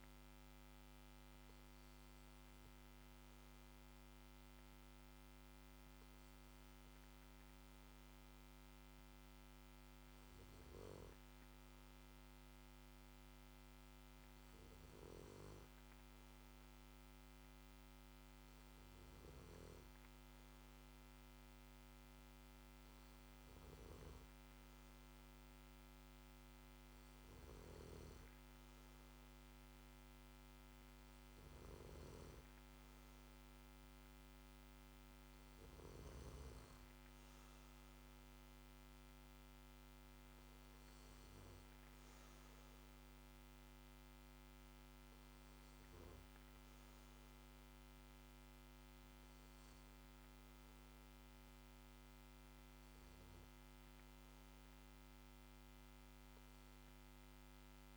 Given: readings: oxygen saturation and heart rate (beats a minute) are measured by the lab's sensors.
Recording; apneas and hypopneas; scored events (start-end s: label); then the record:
a person partly awake in a sleep study, hard to hear, by a microphone on the trachea; none
17.50-57.97 s: new sleep stage, N2 (light sleep)
From the record:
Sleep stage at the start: awake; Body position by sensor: on the back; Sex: male